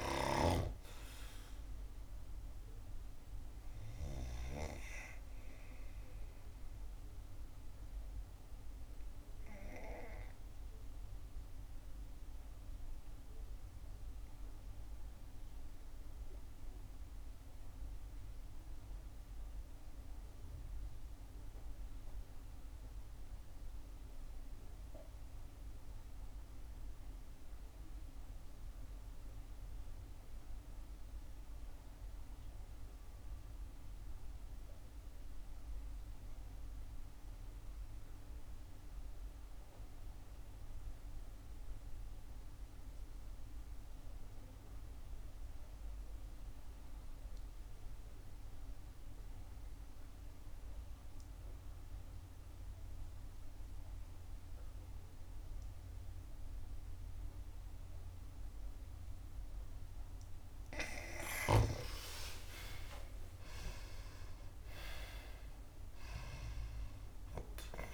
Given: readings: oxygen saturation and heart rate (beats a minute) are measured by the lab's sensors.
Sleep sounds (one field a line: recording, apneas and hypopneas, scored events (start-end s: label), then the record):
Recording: breathing in sleep by a room microphone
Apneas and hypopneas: 1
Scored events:
0.00-25.00 s: oxygen desaturation (device-marked, oxygen 87% lowest, heart rate 55 extreme)
7.50-60.50 s: obstructive apnea (oxygen 97% before, 72% lowest, heart rate 68 before, 55 extreme, up 12 after)
41.00-67.94 s: oxygen desaturation (device-marked, oxygen 96% before, 72% lowest, heart rate 62 before, 62 extreme)
62.00-67.94 s: arousal
From the record:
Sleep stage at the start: REM sleep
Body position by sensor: on the back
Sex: female